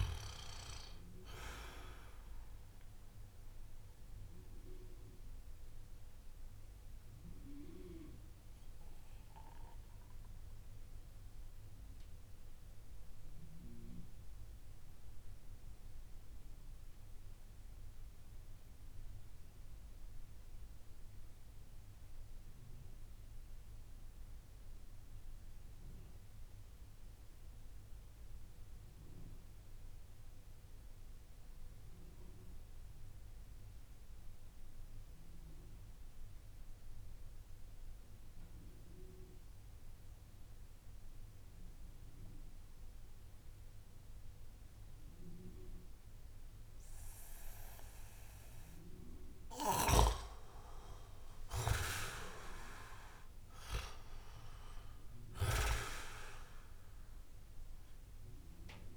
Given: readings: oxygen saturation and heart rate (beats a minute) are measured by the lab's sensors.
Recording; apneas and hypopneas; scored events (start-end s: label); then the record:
breathing in sleep by a room microphone; 1
0.00-19.50 s: oxygen desaturation (device-marked, oxygen 83% lowest)
2.00-49.00 s: obstructive apnea (oxygen 96% before, 83% lowest)
38.50-58.97 s: oxygen desaturation (device-marked, oxygen 98% before, 87% lowest)
49.50-58.97 s: snoring (device-marked)
51.50-56.00 s: arousal
From the record:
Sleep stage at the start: N2 (light sleep); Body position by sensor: on the back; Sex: male